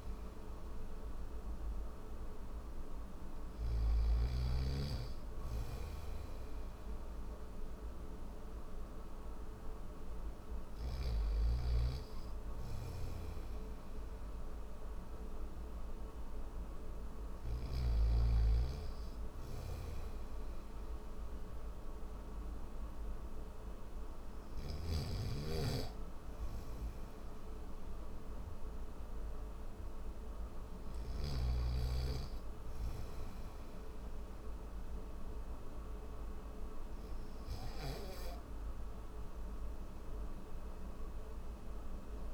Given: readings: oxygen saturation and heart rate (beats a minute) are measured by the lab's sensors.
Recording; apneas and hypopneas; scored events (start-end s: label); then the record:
breathing in sleep, hard to hear, by a room microphone; none
none scored
From the record:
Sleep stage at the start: N3 (deep sleep); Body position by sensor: on the back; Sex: male